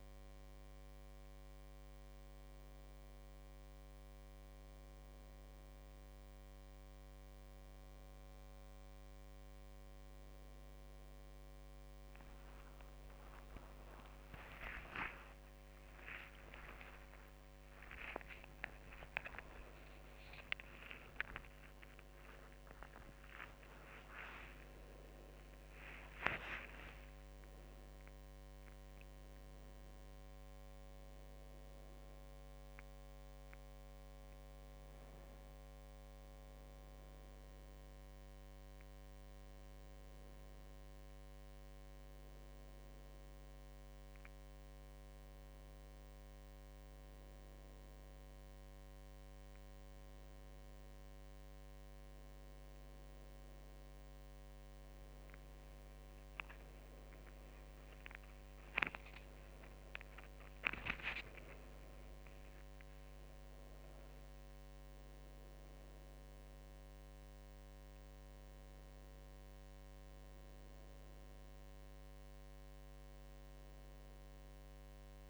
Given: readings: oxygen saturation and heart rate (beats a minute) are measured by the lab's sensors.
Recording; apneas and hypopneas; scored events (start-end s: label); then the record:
breathing in sleep by a microphone on the trachea; none
10.50-24.50 s: tachycardia (device-marked, heart rate 83 before, 188 extreme)
12.50-33.50 s: drop in pulse transit time (device-marked, heart rate 79 before, 89 extreme)
14.50-21.00 s: arousal
15.00-17.00 s: long interval between heartbeats (device-marked, heart rate 81 before, 126 extreme)
17.00-19.00 s: long interval between heartbeats (device-marked, heart rate 86 before, 160 extreme)
56.50-69.50 s: drop in pulse transit time (device-marked, heart rate 80 before, 84 extreme)
58.00-62.50 s: arousal
From the record:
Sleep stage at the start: N1 (lightest sleep); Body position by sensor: on the right side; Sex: female